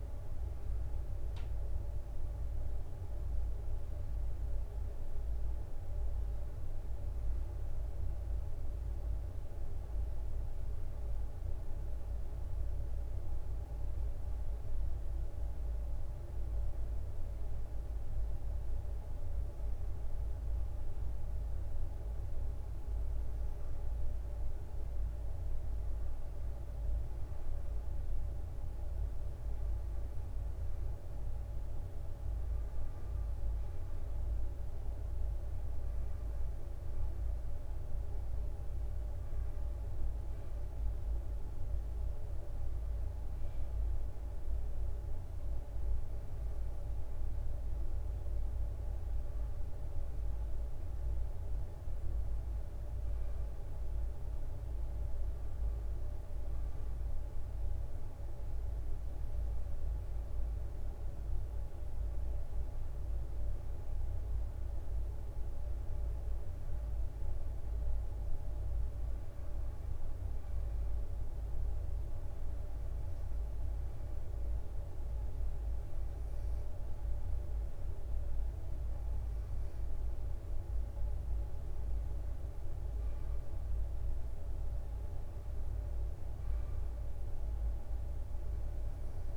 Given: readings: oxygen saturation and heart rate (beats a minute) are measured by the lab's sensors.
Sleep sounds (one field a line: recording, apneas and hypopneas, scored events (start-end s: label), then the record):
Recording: breathing in sleep, hard to hear, by a room microphone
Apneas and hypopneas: none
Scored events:
8.00-89.36 s: new sleep stage, N2 (light sleep)
From the record:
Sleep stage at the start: N1 (lightest sleep)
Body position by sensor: on the right side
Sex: male